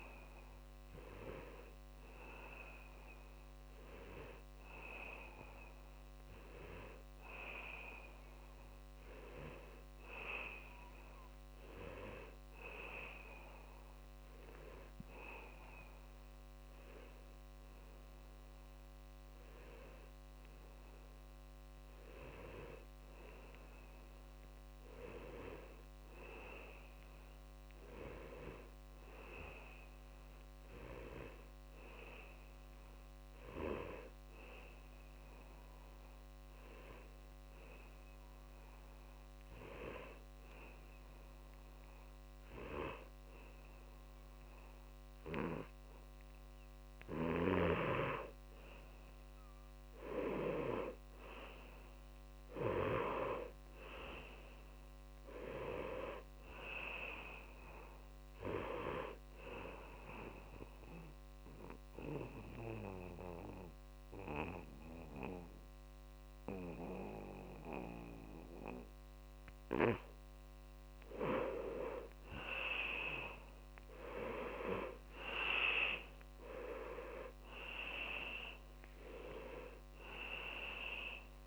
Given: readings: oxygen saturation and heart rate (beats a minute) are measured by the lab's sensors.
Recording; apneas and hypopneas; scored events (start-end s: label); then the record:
breathing in sleep by a microphone on the trachea; none
28.50-81.47 s: new sleep stage, N2 (light sleep)
78.50-81.47 s: tachycardia (device-marked, heart rate 81 before, 174 extreme)
From the record:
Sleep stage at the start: N1 (lightest sleep); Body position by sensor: on the back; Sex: male